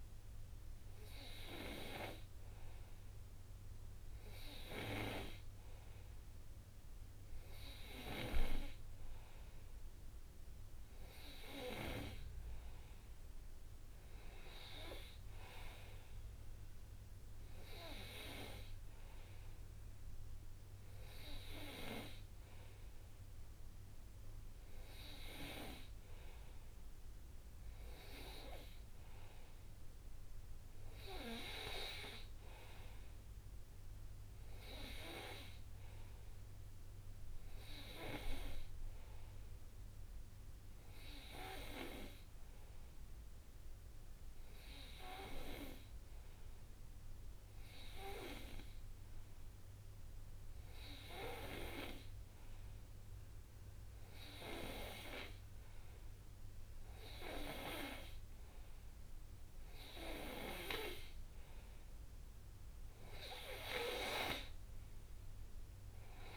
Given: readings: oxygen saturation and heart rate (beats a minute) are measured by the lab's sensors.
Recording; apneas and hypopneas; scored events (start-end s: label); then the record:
breathing in sleep by a room microphone; none
none scored
From the record:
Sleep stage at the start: N2 (light sleep); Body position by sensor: on the right side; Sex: male